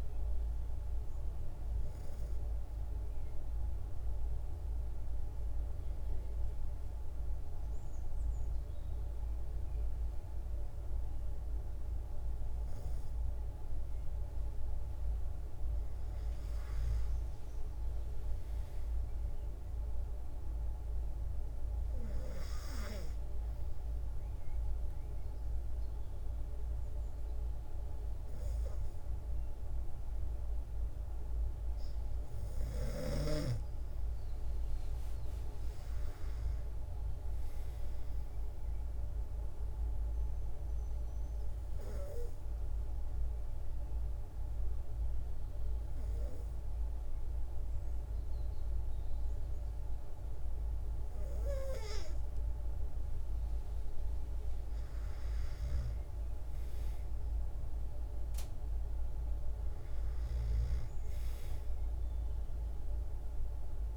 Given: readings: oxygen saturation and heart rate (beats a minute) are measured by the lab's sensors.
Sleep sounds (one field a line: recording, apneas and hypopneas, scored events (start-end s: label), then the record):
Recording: breathing in sleep, hard to hear, by a room microphone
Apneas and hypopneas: 3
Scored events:
0.00-15.00 s: oxygen desaturation (device-marked, oxygen 93% lowest, heart rate 47 extreme)
1.50-13.00 s: obstructive apnea (oxygen 98% before, 93% lowest, heart rate 136 before, 47 extreme)
14.50-17.00 s: arousal
19.50-31.00 s: obstructive apnea (oxygen 98% before, 93% lowest, heart rate 130 before, 47 extreme, up 32 after)
33.00-36.00 s: arousal
37.00-45.00 s: oxygen desaturation (device-marked, oxygen 97% before, 94% lowest, heart rate 123 before, 69 extreme)
39.00-53.00 s: obstructive apnea (oxygen 97% before, 93% lowest, heart rate 119 before, 69 extreme)
54.50-57.50 s: arousal
57.00-63.97 s: oxygen desaturation (device-marked, oxygen 97% before, 93% lowest, heart rate 126 before, 65 extreme)
59.50-63.97 s: snoring (device-marked)
From the record:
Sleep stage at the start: N2 (light sleep)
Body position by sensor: on the back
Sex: female